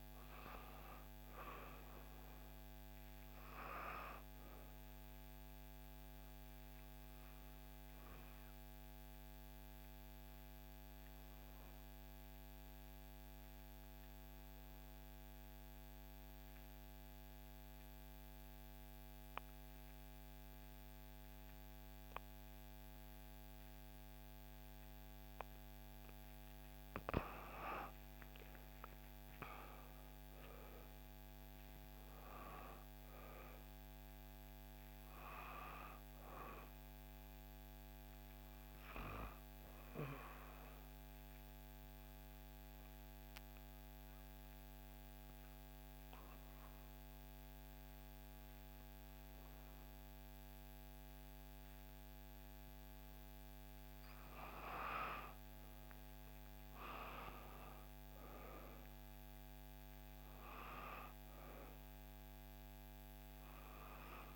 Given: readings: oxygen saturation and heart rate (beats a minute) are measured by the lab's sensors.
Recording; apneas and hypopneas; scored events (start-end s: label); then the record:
breathing in sleep by a microphone on the trachea; 2
0.00-15.50 s: oxygen desaturation (device-marked, oxygen 88% lowest, heart rate 58 extreme)
6.50-26.50 s: obstructive apnea (oxygen 98% before, 88% lowest, heart rate 62 before, 57 extreme, up 5 after)
28.00-32.00 s: arousal
31.50-48.50 s: oxygen desaturation (device-marked, oxygen 98% before, 92% lowest, heart rate 59 before, 57 extreme)
40.50-54.00 s: obstructive apnea (oxygen 98% before, 90% lowest, heart rate 61 before, 57 extreme, up 6 after)
55.50-59.00 s: arousal
From the record:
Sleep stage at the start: N2 (light sleep); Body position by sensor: on the back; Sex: female